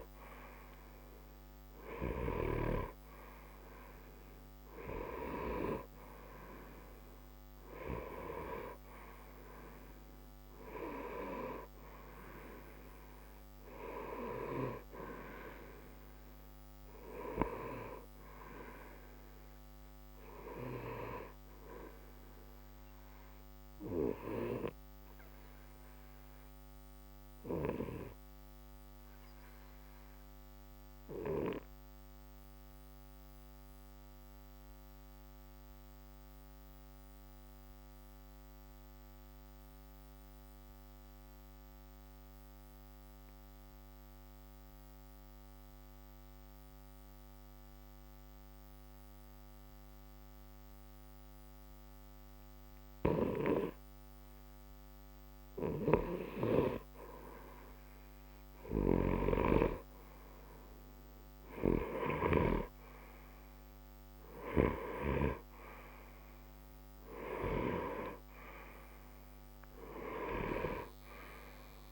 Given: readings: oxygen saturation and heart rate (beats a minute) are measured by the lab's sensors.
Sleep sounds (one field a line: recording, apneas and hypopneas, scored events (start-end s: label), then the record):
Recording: breathing in sleep by a microphone on the trachea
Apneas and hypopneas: 1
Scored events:
0.00-28.00 s: oxygen desaturation (device-marked, oxygen 89% lowest, heart rate 60 extreme)
18.50-21.50 s: arousal
25.50-54.50 s: obstructive apnea (oxygen 93% before, 88% lowest, heart rate 61 before, 60 extreme, up 0 after)
54.00-71.92 s: oxygen desaturation (device-marked, oxygen 95% before, 90% lowest, heart rate 60 before, 60 extreme)
57.00-61.00 s: arousal
From the record:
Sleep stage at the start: N2 (light sleep)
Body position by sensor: on the right side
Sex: male